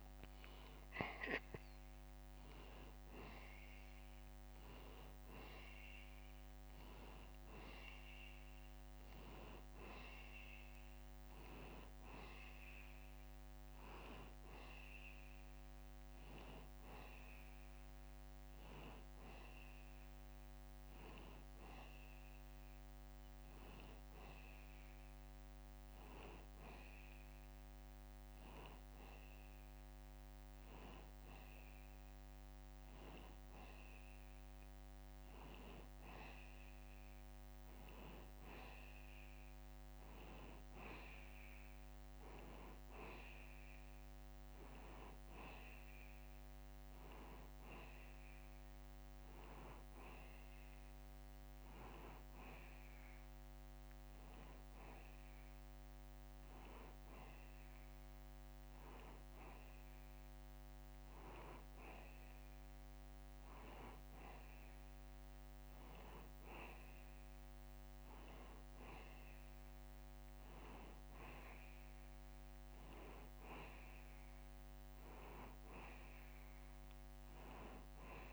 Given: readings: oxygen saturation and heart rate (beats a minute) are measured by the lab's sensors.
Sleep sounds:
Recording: breathing in sleep by a microphone on the trachea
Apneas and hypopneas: none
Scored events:
none scored
From the record:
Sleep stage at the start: N2 (light sleep)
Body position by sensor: on the back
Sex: male

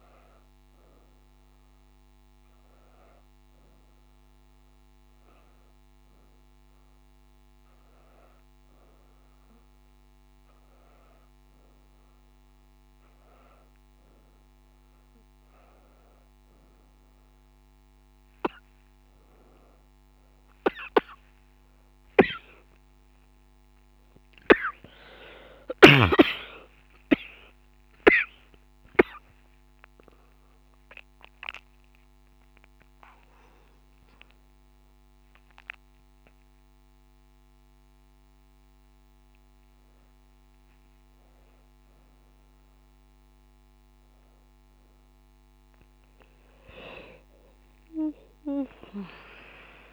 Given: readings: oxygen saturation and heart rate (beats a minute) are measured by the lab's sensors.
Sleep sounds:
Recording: a person awake in a sleep study, by a microphone on the trachea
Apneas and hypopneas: none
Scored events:
11.50-41.50 s: new sleep stage, awake
22.00-26.00 s: snoring (device-marked)
41.50-49.93 s: new sleep stage, N1 (lightest sleep)
From the record:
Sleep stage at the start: N1 (lightest sleep)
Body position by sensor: on the back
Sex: female

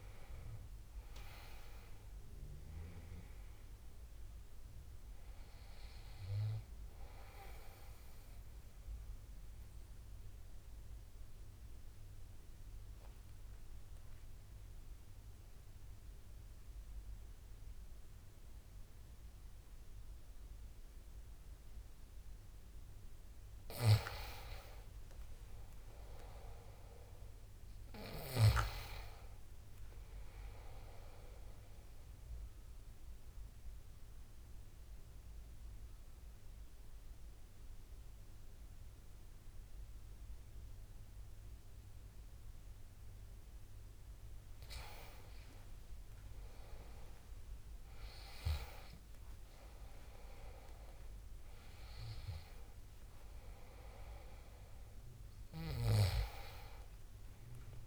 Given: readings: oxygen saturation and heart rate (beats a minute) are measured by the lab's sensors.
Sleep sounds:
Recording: breathing in sleep by a room microphone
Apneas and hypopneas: 2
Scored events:
0.00-2.50 s: arousal
0.00-26.00 s: oxygen desaturation (device-marked, oxygen 84% lowest, heart rate 65 extreme)
9.00-23.00 s: obstructive apnea (oxygen 97% before, 84% lowest, heart rate 75 before, 65 extreme, up 10 after)
26.00-29.50 s: arousal
32.50-43.50 s: obstructive apnea (oxygen 97% before, 83% lowest, heart rate 74 before, 67 extreme, up 19 after)
42.00-49.00 s: oxygen desaturation (device-marked, oxygen 97% before, 91% lowest, heart rate 71 before, 65 extreme)
49.00-53.50 s: arousal
From the record:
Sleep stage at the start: N2 (light sleep)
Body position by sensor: on the back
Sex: male

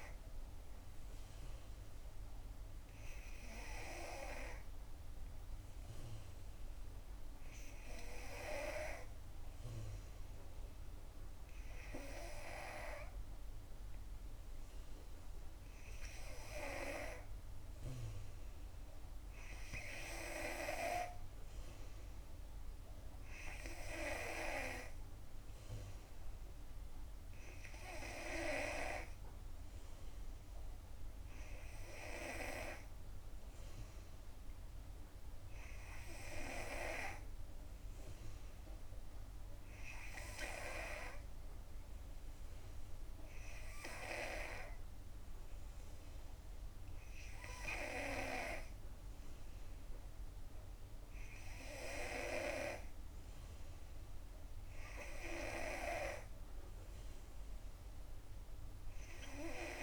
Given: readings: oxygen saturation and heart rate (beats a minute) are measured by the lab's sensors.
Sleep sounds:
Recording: breathing in sleep by a room microphone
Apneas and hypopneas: none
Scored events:
none scored
From the record:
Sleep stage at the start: N2 (light sleep)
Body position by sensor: on the back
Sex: female

